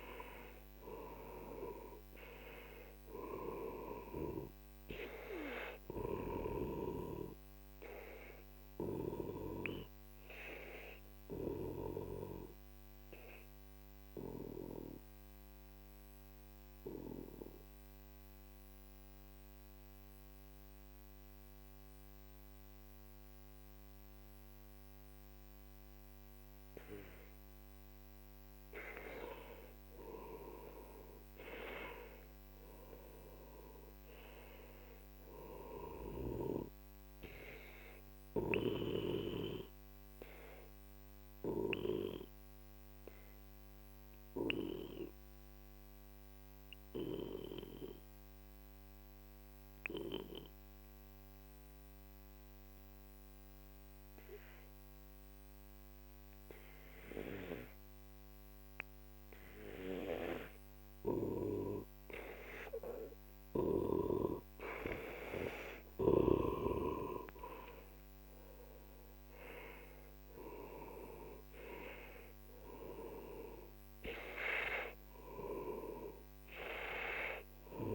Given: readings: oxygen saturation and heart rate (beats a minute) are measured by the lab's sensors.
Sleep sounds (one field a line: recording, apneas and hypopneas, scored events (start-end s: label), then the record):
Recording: breathing in sleep by a microphone on the trachea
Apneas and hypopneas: 2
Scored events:
0.00-1.50 s: arousal
3.50-19.50 s: oxygen desaturation (device-marked, oxygen 96% before, 92% lowest, heart rate 53 before, 42 extreme)
8.00-28.50 s: obstructive apnea (oxygen 98% before, 91% lowest, heart rate 56 before, 42 extreme, up 17 after)
30.00-34.00 s: arousal
39.50-65.50 s: obstructive apnea (oxygen 98% before, 91% lowest, heart rate 50 before, 43 extreme, up 11 after)
62.50-77.95 s: oxygen desaturation (device-marked, oxygen 97% before, 91% lowest, heart rate 47 before, 43 extreme)
68.00-72.50 s: arousal
From the record:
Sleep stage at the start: N2 (light sleep)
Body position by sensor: on the back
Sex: male